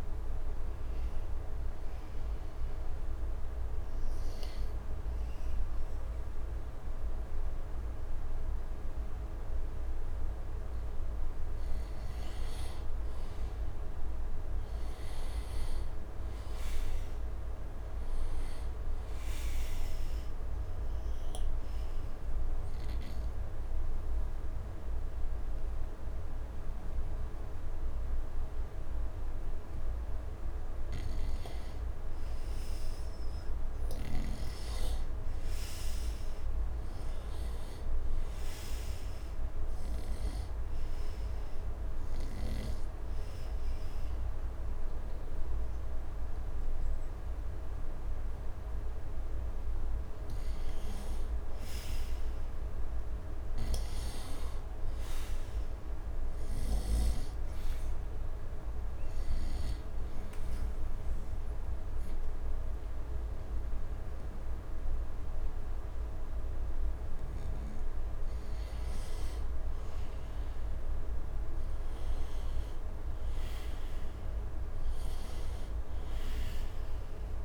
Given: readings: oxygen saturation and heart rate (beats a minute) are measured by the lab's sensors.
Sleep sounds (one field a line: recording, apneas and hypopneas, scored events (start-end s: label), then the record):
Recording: breathing in sleep, hard to hear, by a room microphone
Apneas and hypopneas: 3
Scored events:
2.00-13.00 s: obstructive apnea (oxygen 97% before, 88% lowest, heart rate 86 before, 75 extreme, up 5 after)
13.00-33.00 s: oxygen desaturation (device-marked, oxygen 96% before, 88% lowest, heart rate 77 before, 75 extreme)
15.00-18.00 s: arousal
21.50-32.00 s: obstructive apnea (oxygen 97% before, 88% lowest, heart rate 79 before, 75 extreme, up 6 after)
35.00-39.00 s: arousal
42.00-53.00 s: oxygen desaturation (device-marked, oxygen 97% before, 91% lowest, heart rate 78 before, 75 extreme)
57.00-68.50 s: obstructive apnea (oxygen 97% before, 87% lowest, heart rate 78 before, 76 extreme, up 13 after)
60.00-71.00 s: oxygen desaturation (device-marked, oxygen 96% before, 90% lowest, heart rate 78 before, 76 extreme)
70.50-74.00 s: arousal
From the record:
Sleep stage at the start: N2 (light sleep)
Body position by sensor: on the right side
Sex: male